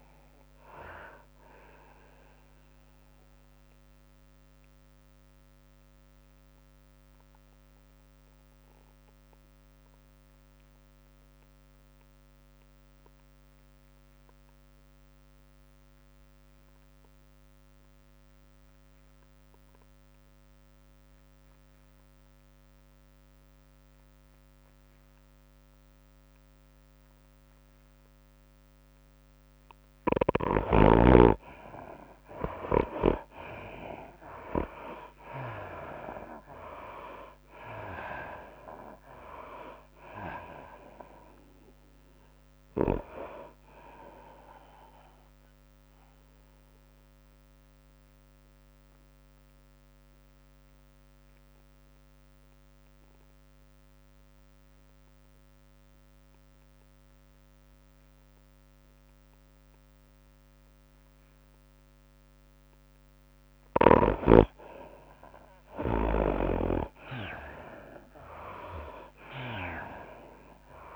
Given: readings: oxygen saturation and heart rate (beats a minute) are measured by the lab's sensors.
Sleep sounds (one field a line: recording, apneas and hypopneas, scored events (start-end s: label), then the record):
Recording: breathing in sleep by a microphone on the trachea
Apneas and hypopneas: 2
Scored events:
0.00-7.50 s: drop in pulse transit time (device-marked, heart rate 105 extreme)
0.00-11.50 s: oxygen desaturation (device-marked, oxygen 75% lowest, heart rate 88 extreme)
0.00-13.50 s: tachycardia (device-marked, heart rate 109 extreme)
5.50-31.00 s: obstructive apnea (oxygen 97% before, 75% lowest, heart rate 105 before, 95 extreme, up 11 after)
16.50-52.50 s: oxygen desaturation (device-marked, oxygen 99% before, 75% lowest, heart rate 106 before, 95 extreme)
33.00-36.00 s: arousal
33.50-61.50 s: tachycardia (device-marked, heart rate 104 before, 109 extreme)
34.50-50.50 s: drop in pulse transit time (device-marked, heart rate 98 before, 99 extreme)
47.50-63.50 s: obstructive apnea (oxygen 97% before, 76% lowest, heart rate 103 before, 96 extreme, up 3 after)
58.50-60.50 s: long interval between heartbeats (device-marked, heart rate 107 before, 102 extreme)
61.50-70.96 s: oxygen desaturation (device-marked, oxygen 98% before, 81% lowest, heart rate 106 before, 96 extreme)
64.50-69.50 s: tachycardia (device-marked, heart rate 103 before, 102 extreme)
66.50-70.96 s: arousal
68.50-70.96 s: drop in pulse transit time (device-marked, heart rate 103 before, 96 extreme)
From the record:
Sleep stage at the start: N2 (light sleep)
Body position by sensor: on the right side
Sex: female